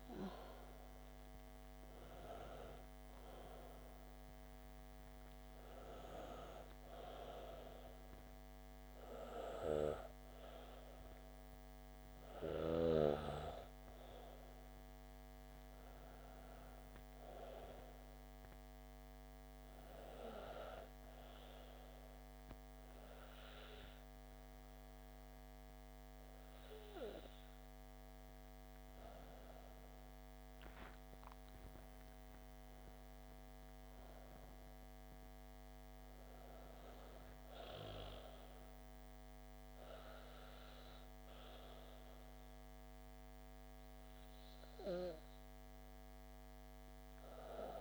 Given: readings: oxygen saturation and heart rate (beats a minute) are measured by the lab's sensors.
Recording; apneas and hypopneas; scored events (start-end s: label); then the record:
a person partly awake in a sleep study, by a microphone on the trachea; 1
12.00-47.81 s: new sleep stage, N2 (light sleep)
18.50-29.00 s: hypopnea (oxygen 99% before, 94% lowest)
31.00-35.00 s: arousal
From the record:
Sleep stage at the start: awake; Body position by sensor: on the back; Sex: female